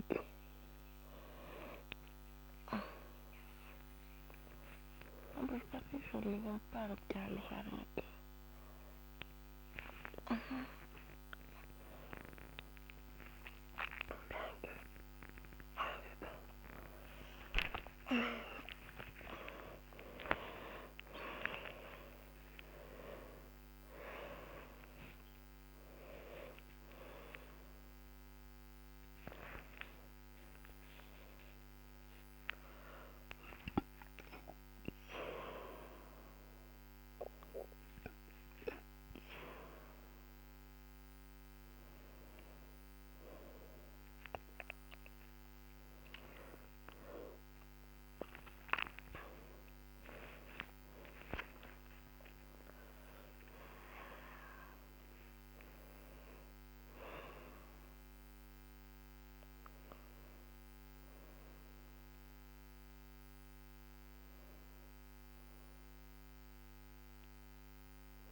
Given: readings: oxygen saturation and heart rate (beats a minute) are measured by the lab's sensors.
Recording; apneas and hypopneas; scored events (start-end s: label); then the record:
a person awake in a sleep study, by a microphone on the trachea; none
66.00-68.31 s: new sleep stage, N1 (lightest sleep)
From the record:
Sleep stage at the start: awake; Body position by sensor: on the back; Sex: female